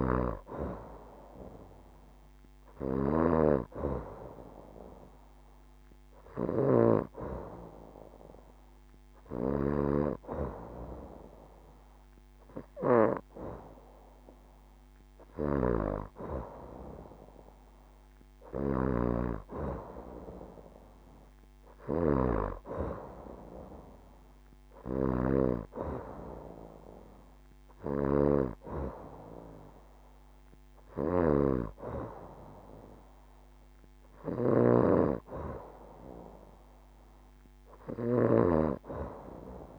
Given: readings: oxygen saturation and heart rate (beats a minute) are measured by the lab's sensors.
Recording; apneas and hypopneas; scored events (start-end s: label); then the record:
breathing in sleep by a microphone on the trachea; none
none scored
From the record:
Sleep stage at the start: N2 (light sleep); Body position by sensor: on the back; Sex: female